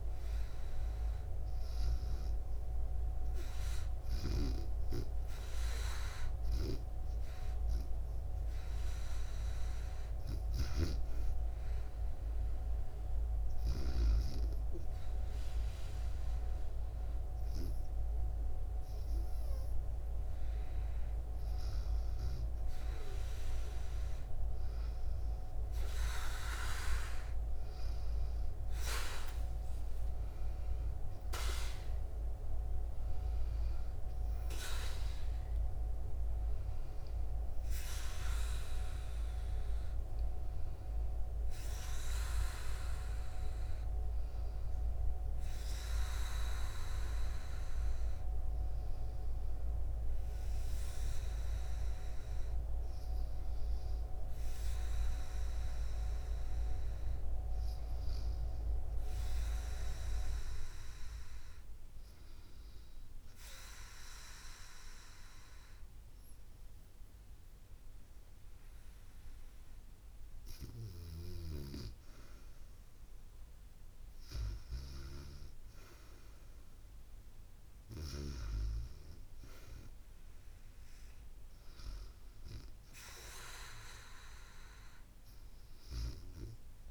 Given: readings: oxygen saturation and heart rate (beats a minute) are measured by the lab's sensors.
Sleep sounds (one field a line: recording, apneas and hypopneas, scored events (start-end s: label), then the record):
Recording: breathing in sleep by a room microphone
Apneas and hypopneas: 1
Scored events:
26.50-31.00 s: arousal
63.00-73.00 s: obstructive apnea (oxygen 98% before, 94% lowest, heart rate 72 before, 68 extreme, up 3 after)
75.50-79.50 s: arousal
From the record:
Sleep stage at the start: REM sleep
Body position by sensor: on the back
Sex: female